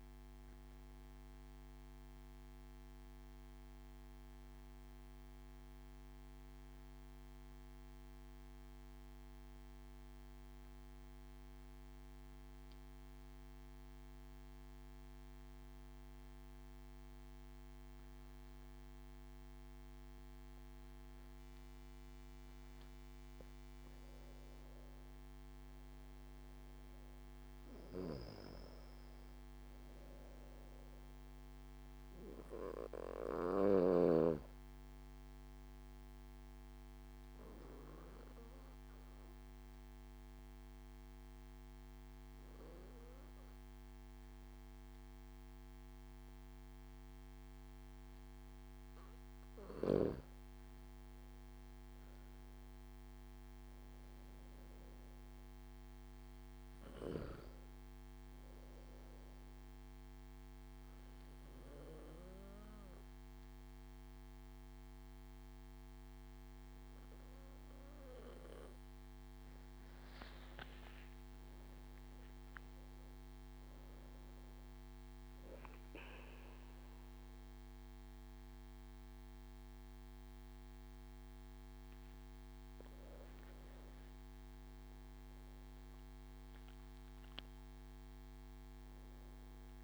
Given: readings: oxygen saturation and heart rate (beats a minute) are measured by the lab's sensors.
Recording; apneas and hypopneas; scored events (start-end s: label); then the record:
breathing in sleep by a microphone on the trachea; 3
0.00-13.00 s: oxygen desaturation (device-marked, oxygen 93% lowest)
0.50-21.50 s: obstructive apnea (oxygen 98% before, 93% lowest)
24.50-28.00 s: arousal
36.00-51.00 s: obstructive apnea (oxygen 98% before, 94% lowest)
53.50-57.00 s: arousal
58.50-69.50 s: obstructive apnea (oxygen 97% before, 95% lowest)
76.00-80.00 s: arousal
From the record:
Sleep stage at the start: N2 (light sleep); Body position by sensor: on the back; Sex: male